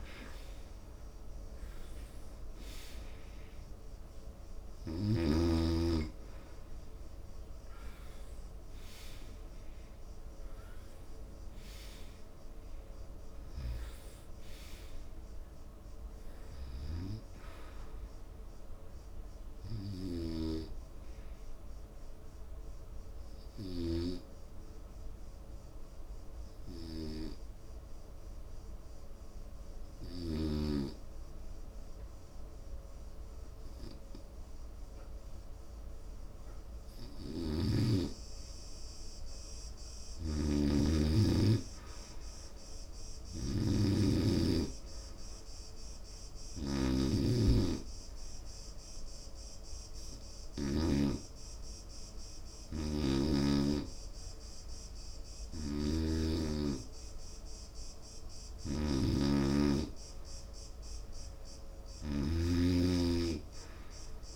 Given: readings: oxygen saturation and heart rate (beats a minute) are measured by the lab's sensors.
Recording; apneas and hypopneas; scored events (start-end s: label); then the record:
breathing in sleep by a room microphone; 2
0.00-2.50 s: arousal
0.00-18.50 s: oxygen desaturation (device-marked, oxygen 90% lowest, heart rate 72 extreme)
23.50-38.00 s: hypopnea (oxygen 93% before, 89% lowest, heart rate 84 before, 66 extreme, up 3 after)
40.00-43.50 s: arousal
41.00-44.50 s: snoring (device-marked)
48.00-60.00 s: hypopnea (oxygen 96% before, 89% lowest, heart rate 73 before, 65 extreme, up 10 after)
From the record:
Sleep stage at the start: N2 (light sleep); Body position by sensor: on the right side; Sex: male